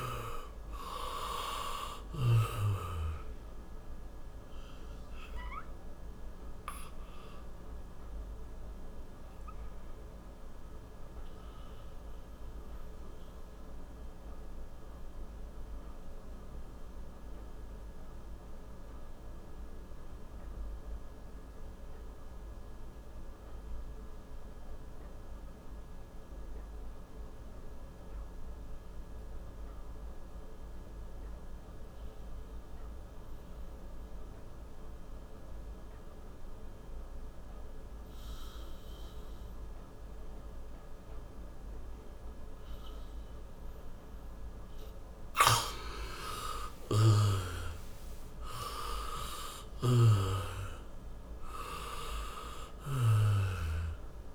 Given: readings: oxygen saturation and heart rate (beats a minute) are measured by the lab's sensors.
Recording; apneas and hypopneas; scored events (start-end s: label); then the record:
breathing in sleep by a room microphone; 1
5.50-27.50 s: oxygen desaturation (device-marked, oxygen 95% before, 87% lowest, heart rate 70 before, 56 extreme)
6.50-42.00 s: obstructive apnea (oxygen 98% before, 87% lowest, heart rate 71 before, 56 extreme, up 36 after)
42.50-54.35 s: oxygen desaturation (device-marked, oxygen 98% before, 87% lowest, heart rate 64 before, 55 extreme)
46.00-51.50 s: arousal
From the record:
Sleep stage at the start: N2 (light sleep); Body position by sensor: on the back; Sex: male